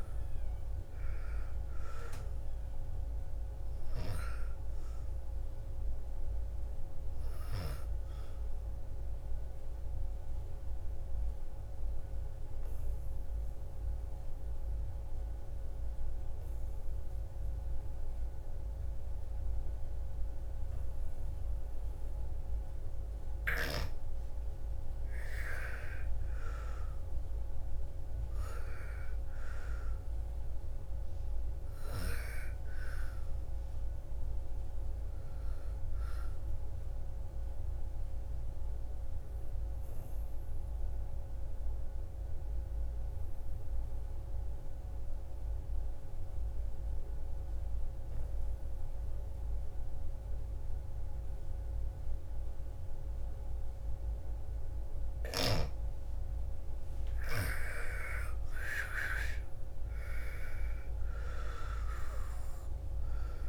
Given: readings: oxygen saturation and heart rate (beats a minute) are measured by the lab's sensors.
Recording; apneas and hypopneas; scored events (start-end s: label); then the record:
breathing in sleep by a room microphone; 2
0.00-17.00 s: oxygen desaturation (device-marked, oxygen 98% before, 85% lowest, heart rate 57 before, 55 extreme)
9.00-23.50 s: obstructive apnea (oxygen 98% before, 85% lowest, heart rate 61 before, 55 extreme, up 10 after)
25.00-29.00 s: arousal
30.00-44.00 s: oxygen desaturation (device-marked, oxygen 98% before, 90% lowest, heart rate 57 before, 53 extreme)
37.00-54.50 s: obstructive apnea (oxygen 99% before, 85% lowest, heart rate 60 before, 53 extreme, up 15 after)
56.50-60.00 s: arousal
60.00-63.49 s: oxygen desaturation (device-marked, oxygen 98% before, 85% lowest, heart rate 55 before, 56 extreme)
From the record:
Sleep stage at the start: N2 (light sleep); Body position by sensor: on the back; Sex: female